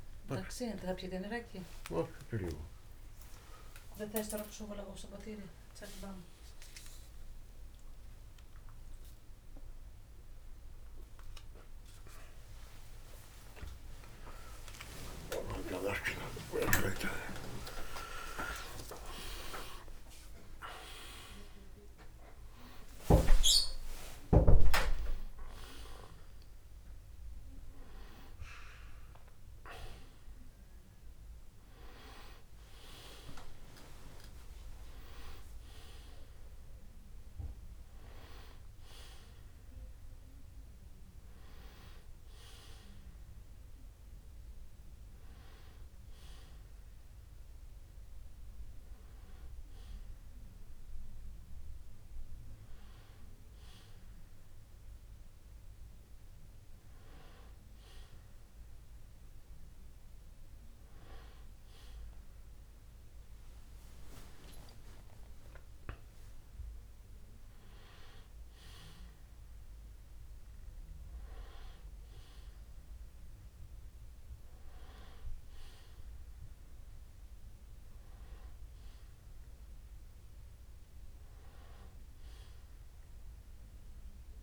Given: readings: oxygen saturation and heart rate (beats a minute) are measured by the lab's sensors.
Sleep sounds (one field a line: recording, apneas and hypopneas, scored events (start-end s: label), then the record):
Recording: a person awake in a sleep study, by a room microphone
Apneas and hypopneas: none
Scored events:
8.50-16.50 s: oxygen desaturation (device-marked, oxygen 94% before, 90% lowest, heart rate 90 before, 59 extreme)
67.50-84.43 s: new sleep stage, N1 (lightest sleep)
From the record:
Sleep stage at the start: awake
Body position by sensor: on the back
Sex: male